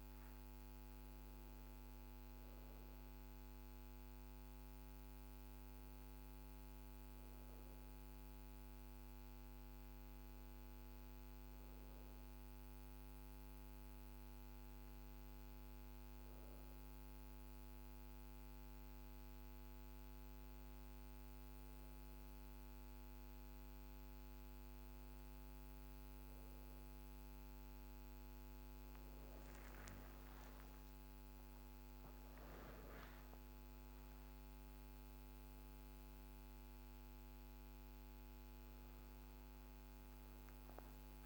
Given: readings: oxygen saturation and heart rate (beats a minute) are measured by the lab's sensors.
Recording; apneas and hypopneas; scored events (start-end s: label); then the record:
breathing in sleep, hard to hear, by a microphone on the trachea; none
none scored
From the record:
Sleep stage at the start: REM sleep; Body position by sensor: on the back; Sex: female